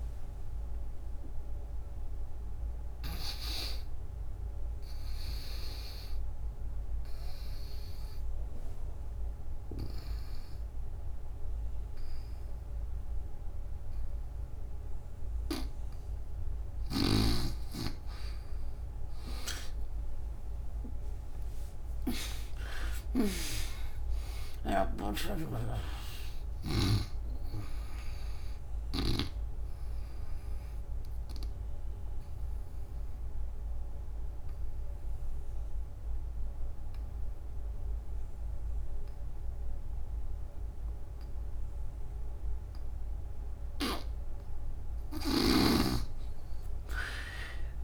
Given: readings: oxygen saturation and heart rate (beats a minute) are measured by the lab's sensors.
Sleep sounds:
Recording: breathing in sleep by a room microphone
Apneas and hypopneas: 2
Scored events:
0.00-14.00 s: oxygen desaturation (device-marked, oxygen 80% lowest, heart rate 75 extreme)
1.00-15.50 s: obstructive apnea (oxygen 97% before, 77% lowest, heart rate 84 before, 78 extreme, up 13 after)
19.50-24.00 s: arousal
23.00-37.00 s: oxygen desaturation (device-marked, oxygen 97% before, 83% lowest, heart rate 92 before, 83 extreme)
25.00-29.00 s: snoring (device-marked)
31.00-43.50 s: obstructive apnea (oxygen 97% before, 77% lowest, heart rate 92 before, 78 extreme, up 6 after)
46.50-47.84 s: arousal
From the record:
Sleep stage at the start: N2 (light sleep)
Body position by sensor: on the back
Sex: female

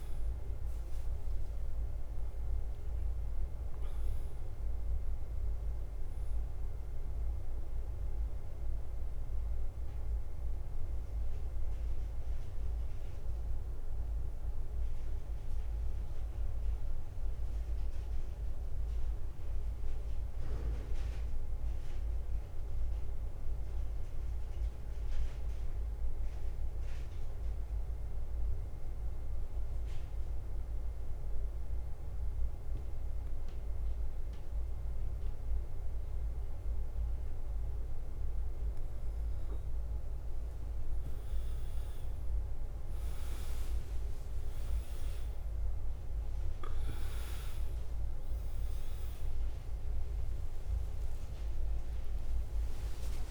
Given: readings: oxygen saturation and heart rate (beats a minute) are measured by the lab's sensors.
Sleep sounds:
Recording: breathing in sleep, hard to hear, by a room microphone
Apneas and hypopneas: 1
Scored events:
0.00-3.00 s: arousal
0.00-48.50 s: bradycardia (device-marked, heart rate 48 extreme)
12.50-38.00 s: mixed apnea (oxygen 99% before, 91% lowest, heart rate 53 before, 48 extreme, up 7 after)
20.50-34.50 s: oxygen desaturation (device-marked, oxygen 97% before, 94% lowest, heart rate 52 before, 48 extreme)
40.50-53.31 s: new sleep stage, N1 (lightest sleep)
43.50-53.31 s: oxygen desaturation (device-marked, oxygen 99% before, 93% lowest, heart rate 50 before, 52 extreme)
48.00-53.31 s: arousal
From the record:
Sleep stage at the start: N2 (light sleep)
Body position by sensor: on the back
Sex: male

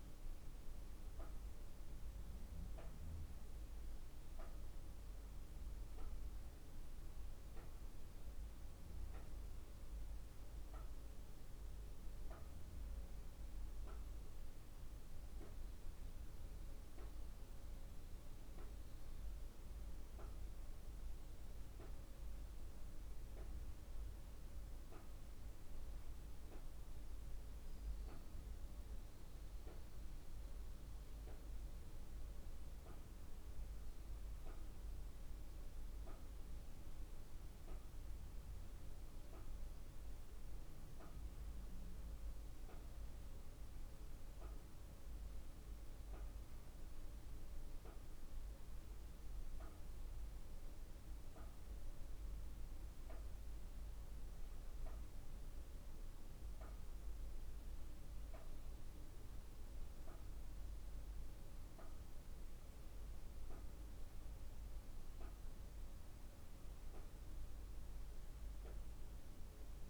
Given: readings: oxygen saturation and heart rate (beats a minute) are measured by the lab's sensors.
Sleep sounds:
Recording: breathing in sleep, hard to hear, by a room microphone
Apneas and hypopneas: none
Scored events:
none scored
From the record:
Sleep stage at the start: N2 (light sleep)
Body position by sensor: on the back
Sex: female

